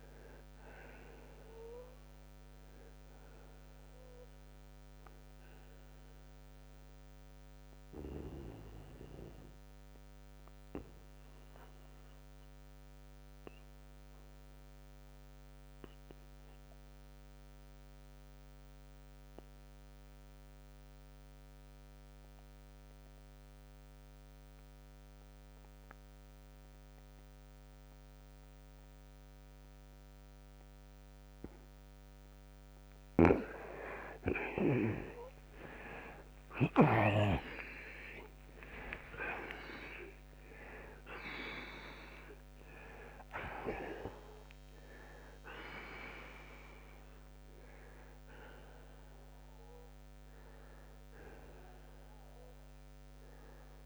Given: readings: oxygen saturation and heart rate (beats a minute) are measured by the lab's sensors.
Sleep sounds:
breathing in sleep by a microphone on the trachea; 1
5.00-33.00 s: mixed apnea (oxygen 94% before, 84% lowest)
15.00-38.00 s: oxygen desaturation (device-marked, oxygen 93% before, 85% lowest)
33.00-37.00 s: snoring (device-marked)
34.50-39.50 s: arousal
From the record:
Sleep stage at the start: N2 (light sleep); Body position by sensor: on the right side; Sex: male

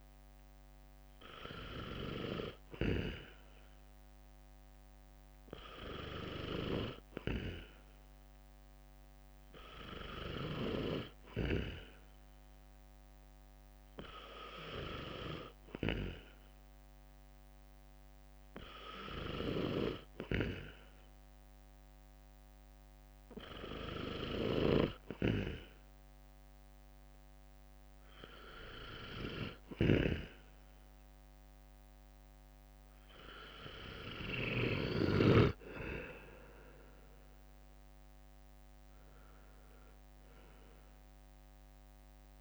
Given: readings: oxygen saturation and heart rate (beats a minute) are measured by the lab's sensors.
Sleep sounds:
breathing in sleep by a microphone on the trachea; none
39.00-42.41 s: drop in pulse transit time (device-marked, heart rate 66 before, 64 extreme)
From the record:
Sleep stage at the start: N2 (light sleep); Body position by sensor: on the right side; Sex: male

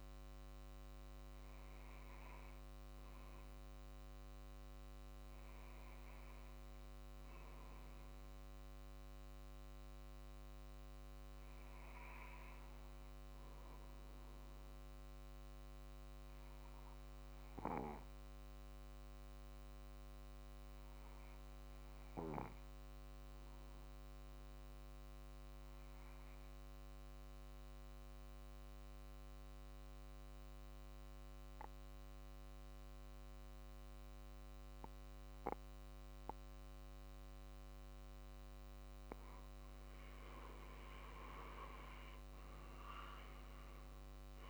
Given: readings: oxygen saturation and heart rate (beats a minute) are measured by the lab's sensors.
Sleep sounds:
breathing in sleep by a microphone on the trachea; 1
11.00-37.00 s: obstructive apnea (oxygen 96% before, 91% lowest, heart rate 47 before, 46 extreme, up 4 after)
41.50-44.50 s: arousal
From the record:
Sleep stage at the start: N2 (light sleep); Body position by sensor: on the back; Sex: male

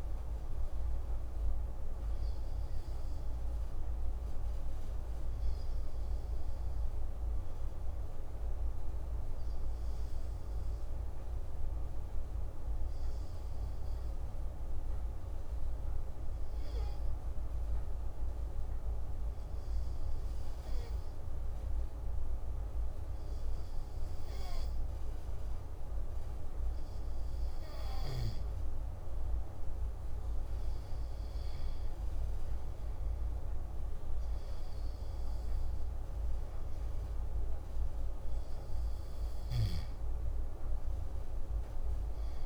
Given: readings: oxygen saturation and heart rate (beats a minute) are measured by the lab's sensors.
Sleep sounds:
breathing in sleep, hard to hear, by a room microphone; 1
4.00-27.00 s: obstructive apnea (oxygen 97% before, 93% lowest, heart rate 157 before, 28 extreme, up 14 after)
29.50-33.50 s: arousal
34.00-42.45 s: oxygen desaturation (device-marked, oxygen 96% before, 93% lowest, heart rate 52 before, 49 extreme)
From the record:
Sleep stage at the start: N2 (light sleep); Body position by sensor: on the back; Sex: male

